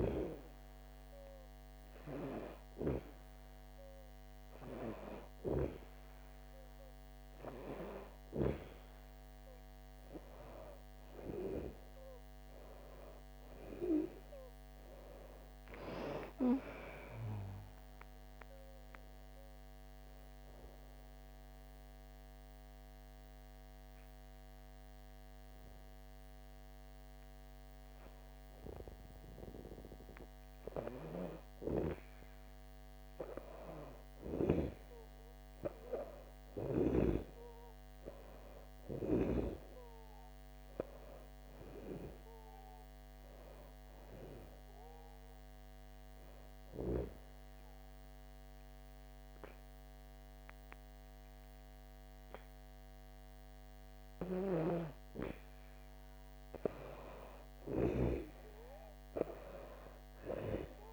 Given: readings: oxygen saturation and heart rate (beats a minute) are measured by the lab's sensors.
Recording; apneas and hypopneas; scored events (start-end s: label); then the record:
breathing in sleep by a microphone on the trachea; 2
14.00-17.50 s: arousal
20.00-32.00 s: obstructive apnea (oxygen 96% before, 92% lowest, heart rate 68 before, 62 extreme, up 5 after)
34.50-38.50 s: arousal
46.00-56.50 s: obstructive apnea (oxygen 97% before, 92% lowest, heart rate 65 before, 55 extreme, up 5 after)
59.00-60.93 s: arousal
From the record:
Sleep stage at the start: N2 (light sleep); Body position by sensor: on the back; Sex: female